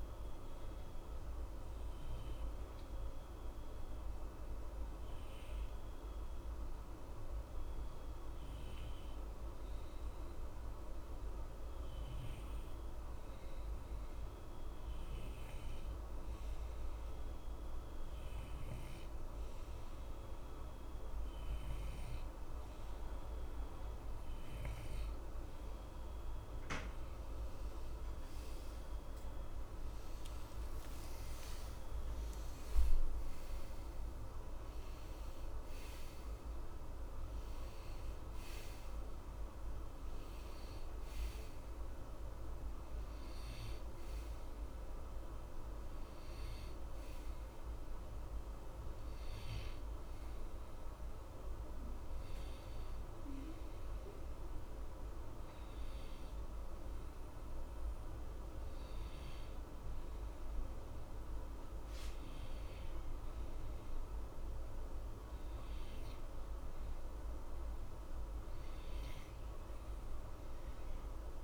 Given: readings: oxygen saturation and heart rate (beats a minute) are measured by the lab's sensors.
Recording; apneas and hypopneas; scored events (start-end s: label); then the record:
breathing in sleep, hard to hear, by a room microphone; none
27.00-31.00 s: arousal
From the record:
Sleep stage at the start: N2 (light sleep); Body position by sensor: on the right side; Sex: male